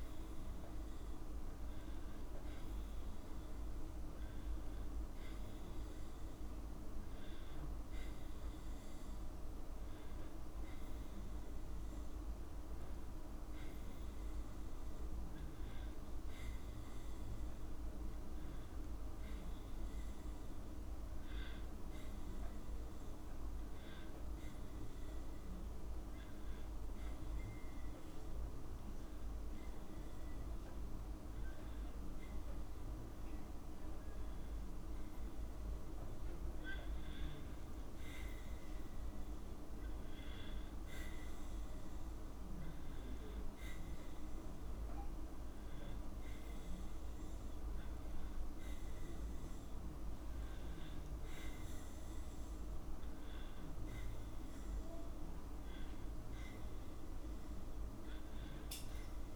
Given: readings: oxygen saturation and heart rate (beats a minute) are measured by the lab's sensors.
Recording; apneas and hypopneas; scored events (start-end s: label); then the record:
a person awake in a sleep study, hard to hear, by a room microphone; none
none scored
From the record:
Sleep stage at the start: awake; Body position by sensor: on the back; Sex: female